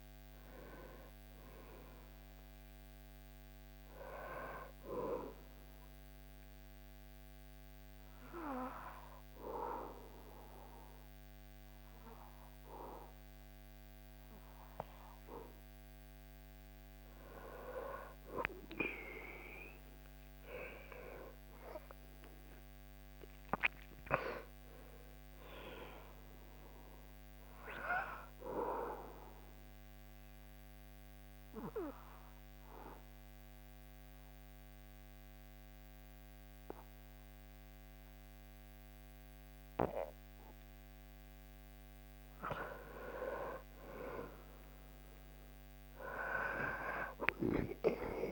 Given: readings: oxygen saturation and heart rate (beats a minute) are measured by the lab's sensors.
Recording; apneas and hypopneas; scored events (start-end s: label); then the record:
breathing in sleep by a microphone on the trachea; 2
5.00-15.50 s: obstructive apnea (oxygen 98% before, 95% lowest, heart rate 71 before, 60 extreme, up 11 after)
18.50-22.00 s: arousal
27.50-41.00 s: obstructive apnea (oxygen 99% before, 96% lowest, heart rate 73 before, 60 extreme, up 11 after)
43.50-47.50 s: arousal
From the record:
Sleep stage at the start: N2 (light sleep); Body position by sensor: on the back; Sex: male